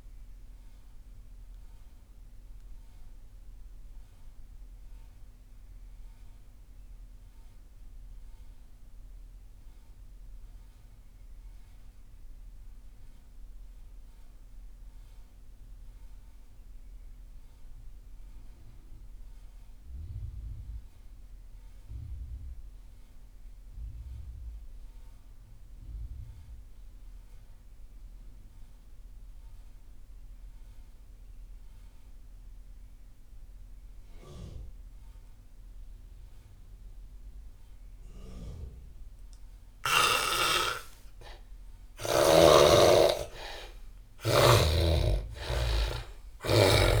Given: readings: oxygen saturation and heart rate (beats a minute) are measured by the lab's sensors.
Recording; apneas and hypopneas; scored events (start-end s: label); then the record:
breathing in sleep by a room microphone; 1
0.00-18.50 s: oxygen desaturation (device-marked, oxygen 78% lowest)
0.50-40.50 s: mixed apnea (oxygen 98% before, 75% lowest)
32.50-47.00 s: oxygen desaturation (device-marked, oxygen 97% before, 75% lowest)
41.50-46.50 s: arousal
From the record:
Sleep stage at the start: N2 (light sleep); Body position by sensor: on the back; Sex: male